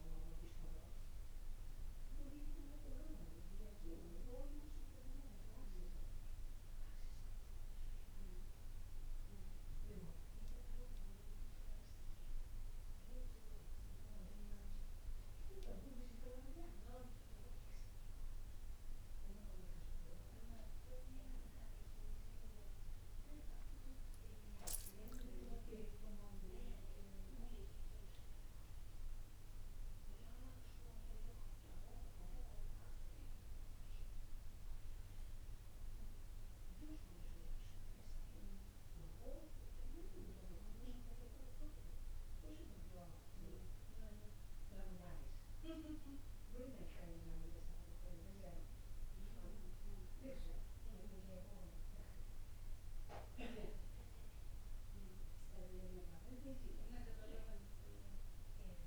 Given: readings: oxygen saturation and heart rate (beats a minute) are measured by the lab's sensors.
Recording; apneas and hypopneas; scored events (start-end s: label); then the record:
breathing in sleep by a room microphone; none
4.50-58.87 s: new sleep stage, N1 (lightest sleep)
24.00-28.00 s: arousal
From the record:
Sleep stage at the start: N2 (light sleep); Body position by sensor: on the back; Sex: male